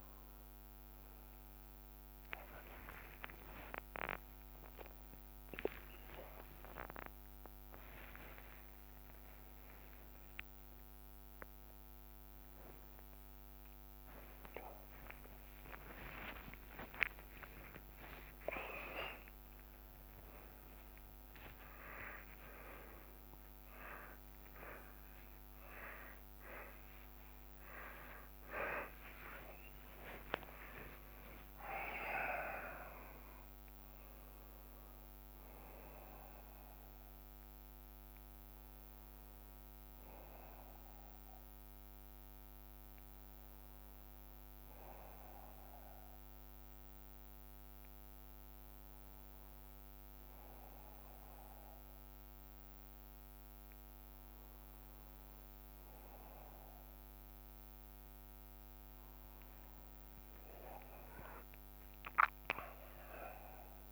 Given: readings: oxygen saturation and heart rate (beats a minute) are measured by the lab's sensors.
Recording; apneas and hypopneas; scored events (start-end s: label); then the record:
a person awake in a sleep study, by a microphone on the trachea; none
0.00-3.00 s: drop in pulse transit time (device-marked, heart rate 39 extreme)
2.00-7.00 s: tachycardia (device-marked, heart rate 54 before, 136 extreme)
3.00-5.00 s: long interval between heartbeats (device-marked, heart rate 44 before, 74 extreme)
6.00-8.00 s: long interval between heartbeats (device-marked, heart rate 53 before, 136 extreme)
8.50-10.50 s: long interval between heartbeats (device-marked, heart rate 63 before, 146 extreme)
10.00-12.00 s: bradycardia (device-marked, heart rate 55 before, 79 extreme)
14.00-19.00 s: tachycardia (device-marked, heart rate 55 before, 123 extreme)
14.00-25.00 s: drop in pulse transit time (device-marked, heart rate 79 before, 53 extreme)
15.50-17.50 s: long interval between heartbeats (device-marked, heart rate 79 before, 67 extreme)
29.00-31.00 s: long interval between heartbeats (device-marked, heart rate 89 before, 70 extreme)
31.00-33.00 s: long interval between heartbeats (device-marked, heart rate 84 before, 92 extreme)
39.00-45.00 s: oxygen desaturation (device-marked, oxygen 96% before, 92% lowest, heart rate 88 before, 60 extreme)
62.00-63.92 s: oxygen desaturation (device-marked, oxygen 94% before, 90% lowest, heart rate 61 before, 58 extreme)
From the record:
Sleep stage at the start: awake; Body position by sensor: on the right side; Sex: male